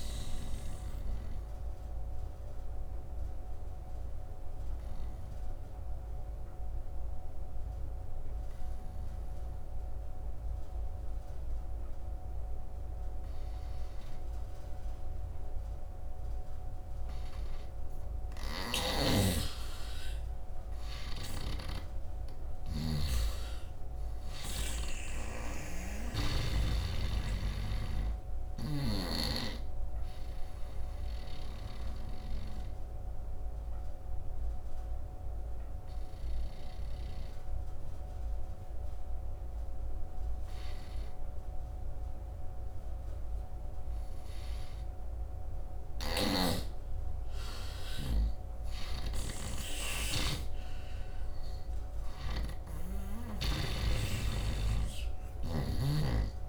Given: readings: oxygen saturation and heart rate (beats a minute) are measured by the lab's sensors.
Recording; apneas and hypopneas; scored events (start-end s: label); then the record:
breathing in sleep by a room microphone; 2
0.00-14.00 s: oxygen desaturation (device-marked, oxygen 80% lowest, heart rate 71 extreme)
1.00-17.00 s: obstructive apnea (oxygen 100% before, 80% lowest, heart rate 77 before, 71 extreme, up 6 after)
18.00-24.50 s: snoring (device-marked)
19.00-23.50 s: arousal
26.00-44.00 s: oxygen desaturation (device-marked, oxygen 100% before, 84% lowest, heart rate 74 before, 72 extreme)
29.50-44.50 s: obstructive apnea (oxygen 100% before, 83% lowest, heart rate 75 before, 73 extreme, up 10 after)
45.50-52.00 s: snoring (device-marked)
46.00-50.00 s: arousal
49.00-56.49 s: oxygen desaturation (device-marked, oxygen 99% before, 83% lowest, heart rate 74 before, 73 extreme)
From the record:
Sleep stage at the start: N2 (light sleep); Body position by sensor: on the right side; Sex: male